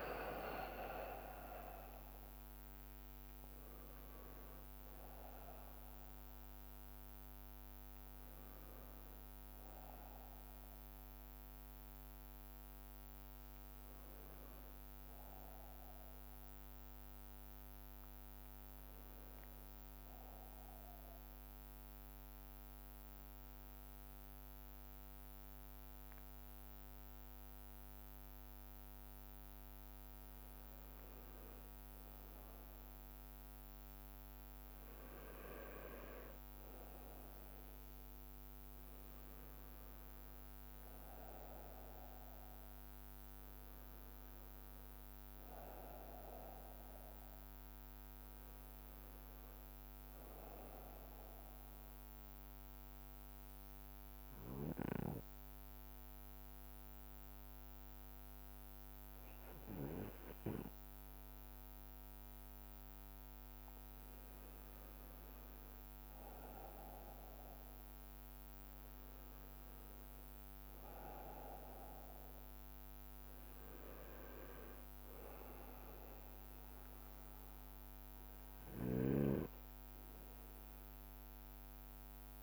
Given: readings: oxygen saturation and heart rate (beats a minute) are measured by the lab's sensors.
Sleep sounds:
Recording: breathing in sleep by a microphone on the trachea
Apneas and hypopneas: 2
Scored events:
0.00-11.50 s: drop in pulse transit time (device-marked, heart rate 47 extreme)
2.50-31.50 s: bradycardia (device-marked, heart rate 63 before, 47 extreme)
3.50-5.50 s: long interval between heartbeats (device-marked, heart rate 105 before, 96 extreme)
14.50-16.50 s: long interval between heartbeats (device-marked, heart rate 95 before, 58 extreme)
20.50-32.50 s: mixed apnea (oxygen 94% before, 91% lowest, heart rate 66 before, 26 extreme, up 3 after)
35.00-37.00 s: long interval between heartbeats (device-marked, heart rate 56 before, 60 extreme)
35.50-36.50 s: drop in pulse transit time (device-marked, heart rate 56 before, 60 extreme)
35.50-44.50 s: bradycardia (device-marked, heart rate 63 before, 26 extreme)
36.50-41.00 s: arousal
39.50-50.50 s: drop in pulse transit time (device-marked, heart rate 56 before, 26 extreme)
44.50-59.50 s: oxygen desaturation (device-marked, oxygen 95% before, 91% lowest, heart rate 51 before, 26 extreme)
47.00-49.00 s: long interval between heartbeats (device-marked, heart rate 50 before, 53 extreme)
47.50-82.43 s: bradycardia (device-marked, heart rate 62 before, 26 extreme)
51.00-64.50 s: mixed apnea (oxygen 95% before, 91% lowest, heart rate 50 before, 26 extreme, up 11 after)
51.50-82.43 s: new sleep stage, N2 (light sleep)
53.50-55.50 s: long interval between heartbeats (device-marked, heart rate 49 before, 48 extreme)
63.50-65.50 s: long interval between heartbeats (device-marked, heart rate 50 before, 59 extreme)
66.00-69.50 s: arousal
68.50-70.50 s: long interval between heartbeats (device-marked, heart rate 52 before, 35 extreme)
From the record:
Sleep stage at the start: N1 (lightest sleep)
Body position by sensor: on the right side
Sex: male

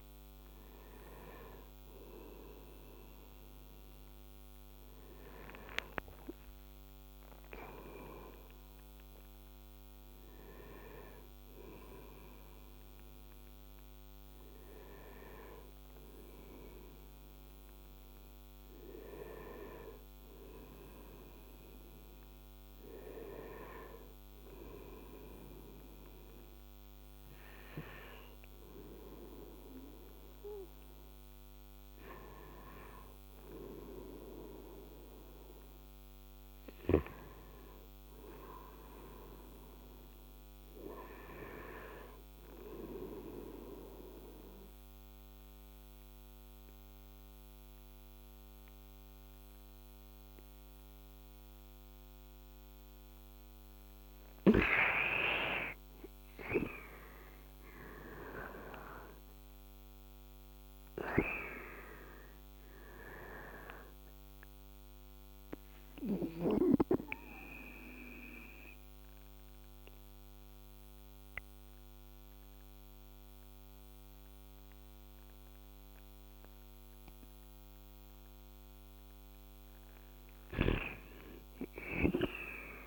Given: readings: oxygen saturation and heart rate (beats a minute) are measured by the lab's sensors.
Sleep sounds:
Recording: breathing in sleep by a microphone on the trachea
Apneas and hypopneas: 2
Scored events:
15.00-33.00 s: oxygen desaturation (device-marked, oxygen 98% before, 95% lowest, heart rate 89 before, 78 extreme)
15.00-82.87 s: new sleep stage, N2 (light sleep)
42.00-53.50 s: obstructive apnea (oxygen 98% before, 90% lowest, heart rate 80 before, 74 extreme, up 6 after)
55.50-59.00 s: arousal
64.00-82.87 s: oxygen desaturation (device-marked, oxygen 95% before, 90% lowest, heart rate 80 before, 74 extreme)
65.00-78.50 s: obstructive apnea (oxygen 95% before, 90% lowest, heart rate 80 before, 74 extreme, up 7 after)
81.00-82.87 s: arousal
From the record:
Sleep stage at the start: N1 (lightest sleep)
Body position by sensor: on the right side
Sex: male

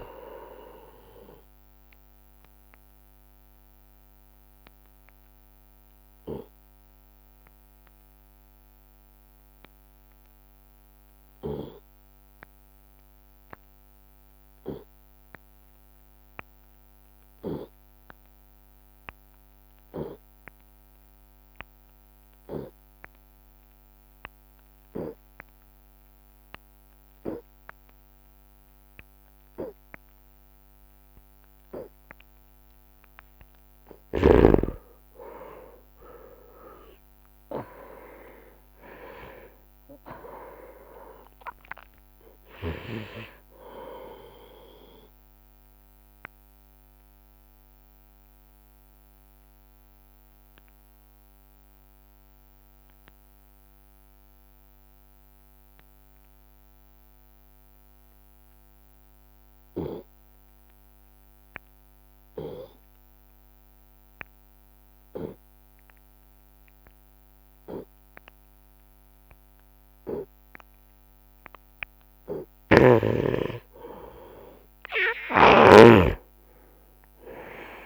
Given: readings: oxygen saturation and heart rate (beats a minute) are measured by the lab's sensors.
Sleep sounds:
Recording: breathing in sleep by a microphone on the trachea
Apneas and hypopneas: 2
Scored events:
3.00-32.50 s: obstructive apnea (oxygen 98% before, 88% lowest)
14.50-24.50 s: oxygen desaturation (device-marked, oxygen 94% before, 88% lowest)
34.50-39.50 s: arousal
40.50-49.50 s: oxygen desaturation (device-marked, oxygen 98% before, 94% lowest)
48.00-71.00 s: obstructive apnea (oxygen 99% before, 87% lowest)
59.50-69.50 s: oxygen desaturation (device-marked, oxygen 95% before, 89% lowest)
72.50-76.00 s: arousal
72.50-77.86 s: snoring (device-marked)
From the record:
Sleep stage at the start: N2 (light sleep)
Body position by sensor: on the right side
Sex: male

